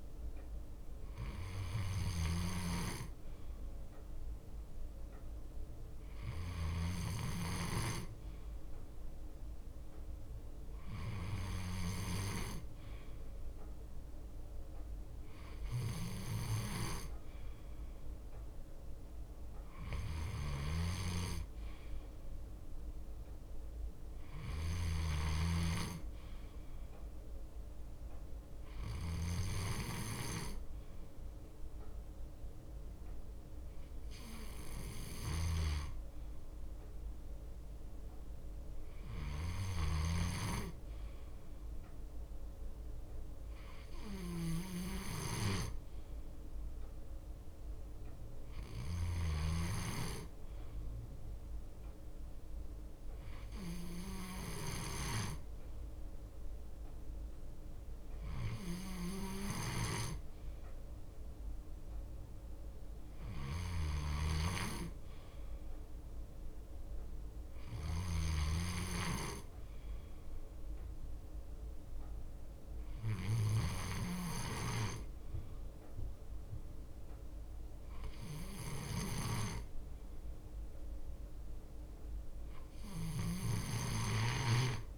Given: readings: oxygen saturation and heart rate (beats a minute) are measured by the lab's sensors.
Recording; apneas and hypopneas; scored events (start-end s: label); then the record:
breathing in sleep by a room microphone; none
0.00-3.00 s: leg movement (device-marked)
1.00-4.00 s: bradycardia (device-marked, heart rate 60 before, 60 extreme)
5.00-9.00 s: leg movement (device-marked)
10.50-16.00 s: leg movement (device-marked)
16.50-22.00 s: leg movement (device-marked)
20.50-25.00 s: snoring (device-marked)
24.00-30.50 s: leg movement (device-marked)
34.50-39.50 s: leg movement (device-marked)
41.50-50.50 s: leg movement (device-marked)
50.00-53.00 s: bradycardia (device-marked, heart rate 60 before, 60 extreme)
54.00-59.50 s: leg movement (device-marked)
61.50-67.50 s: leg movement (device-marked)
64.00-68.50 s: snoring (device-marked)
65.00-67.00 s: bradycardia (device-marked, heart rate 60 before, 60 extreme)
68.00-76.00 s: bradycardia (device-marked, heart rate 60 before, 59 extreme)
72.00-74.50 s: leg movement (device-marked)
76.00-81.50 s: leg movement (device-marked)
83.50-84.98 s: leg movement (device-marked)
From the record:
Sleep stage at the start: N2 (light sleep); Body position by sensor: on the left side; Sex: male